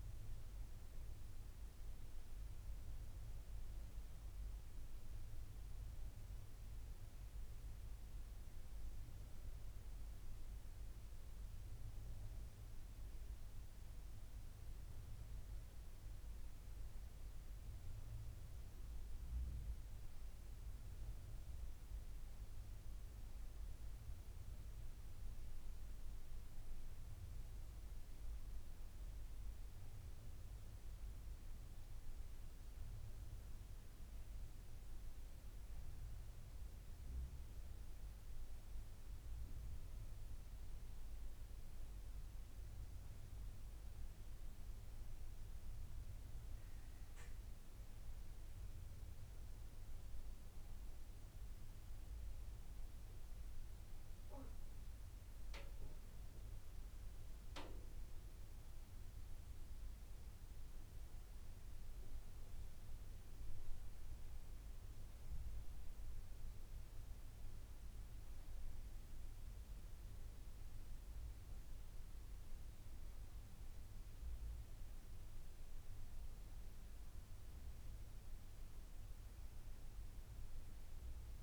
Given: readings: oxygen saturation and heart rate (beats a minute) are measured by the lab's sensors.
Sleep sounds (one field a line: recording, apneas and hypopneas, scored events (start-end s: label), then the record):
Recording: breathing in sleep, hard to hear, by a room microphone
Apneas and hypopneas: none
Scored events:
41.50-71.50 s: new sleep stage, N2 (light sleep)
71.50-81.43 s: new sleep stage, N1 (lightest sleep)
From the record:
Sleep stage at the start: N1 (lightest sleep)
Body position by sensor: on the right side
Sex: female